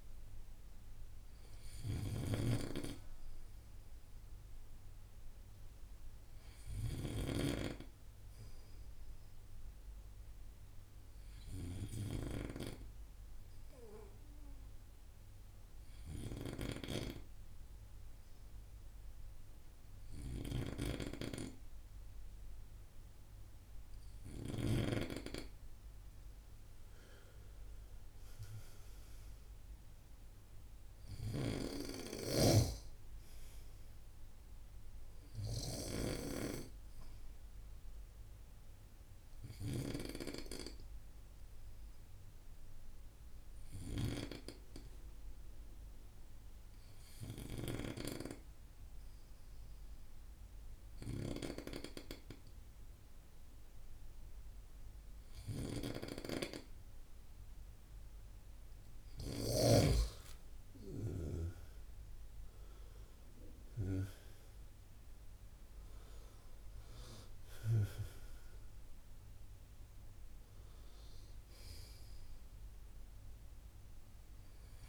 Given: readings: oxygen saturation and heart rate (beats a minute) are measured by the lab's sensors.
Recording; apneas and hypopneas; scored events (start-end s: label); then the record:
breathing in sleep by a room microphone; 2
0.00-16.00 s: oxygen desaturation (device-marked, oxygen 91% lowest)
9.00-25.50 s: obstructive apnea (oxygen 96% before, 91% lowest, heart rate 38 before, 54 extreme, up 9 after)
26.50-29.50 s: arousal
38.50-57.50 s: obstructive apnea (oxygen 97% before, 92% lowest, heart rate 58 before, 51 extreme, up 6 after)
59.50-63.00 s: arousal
From the record:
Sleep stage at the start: N2 (light sleep); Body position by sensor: on the right side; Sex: male